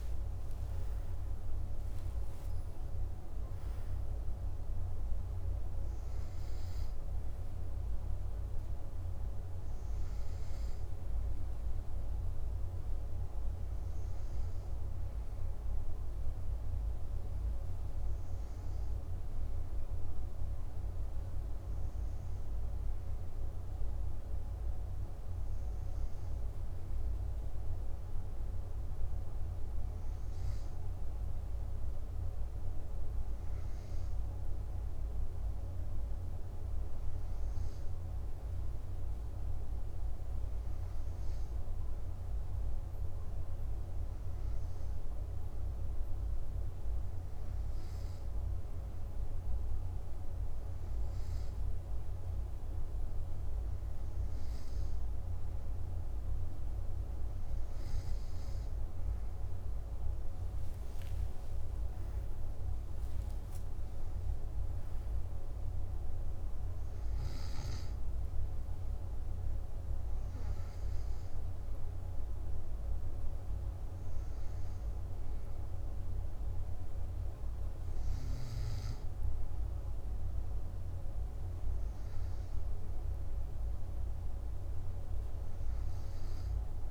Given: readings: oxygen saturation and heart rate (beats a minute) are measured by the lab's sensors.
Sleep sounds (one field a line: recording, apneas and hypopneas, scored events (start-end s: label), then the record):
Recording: breathing in sleep, hard to hear, by a room microphone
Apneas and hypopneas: none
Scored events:
none scored
From the record:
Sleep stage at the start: N2 (light sleep)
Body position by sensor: on the back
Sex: male